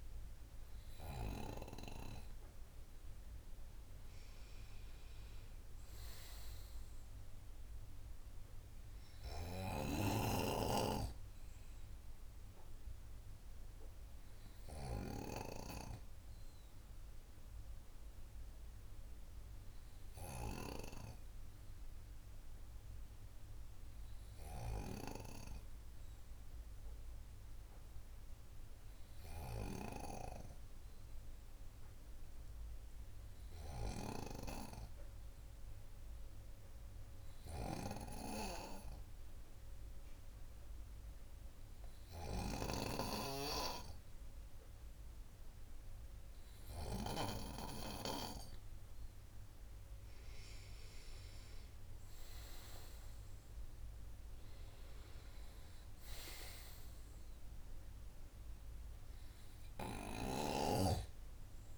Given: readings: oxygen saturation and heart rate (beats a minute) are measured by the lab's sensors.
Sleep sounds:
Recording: breathing in sleep by a room microphone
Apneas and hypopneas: 1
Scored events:
20.00-44.50 s: hypopnea (oxygen 97% before, 95% lowest, heart rate 135 before, 60 extreme)
49.00-52.50 s: arousal
From the record:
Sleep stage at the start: N2 (light sleep)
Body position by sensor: on the right side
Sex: male

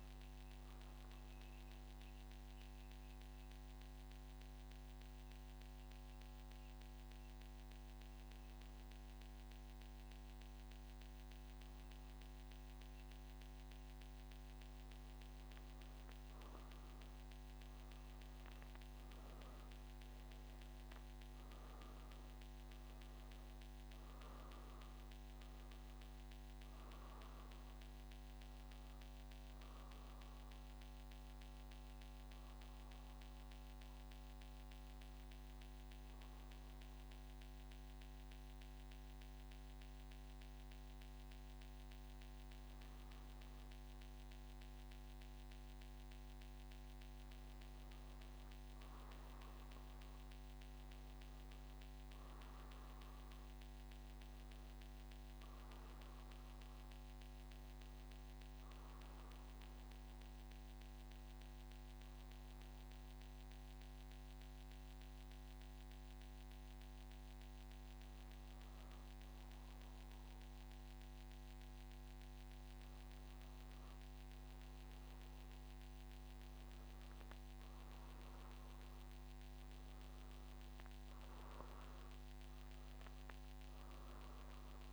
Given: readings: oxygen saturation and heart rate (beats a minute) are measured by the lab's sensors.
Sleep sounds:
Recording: breathing in sleep, hard to hear, by a microphone on the trachea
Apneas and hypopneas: 2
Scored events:
1.50-15.50 s: obstructive apnea (oxygen 95% before, 92% lowest, heart rate 62 before, 60 extreme, up 3 after)
3.00-84.93 s: new sleep stage, N1 (lightest sleep)
57.50-69.50 s: obstructive apnea (oxygen 96% before, 93% lowest, heart rate 63 before, 62 extreme, up 1 after)
From the record:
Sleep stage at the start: N3 (deep sleep)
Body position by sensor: on the back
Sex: male

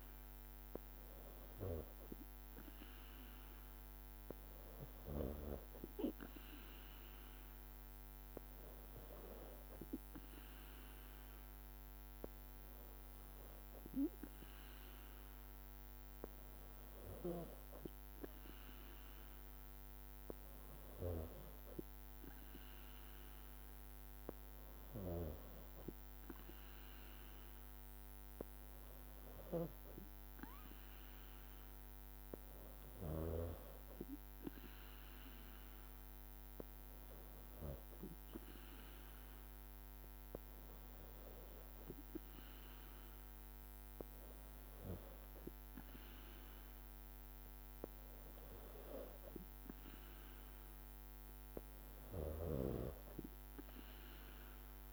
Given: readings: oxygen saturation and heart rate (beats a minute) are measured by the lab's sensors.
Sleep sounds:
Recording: breathing in sleep by a microphone on the trachea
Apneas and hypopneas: none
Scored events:
none scored
From the record:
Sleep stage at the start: N3 (deep sleep)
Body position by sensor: on the back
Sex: female

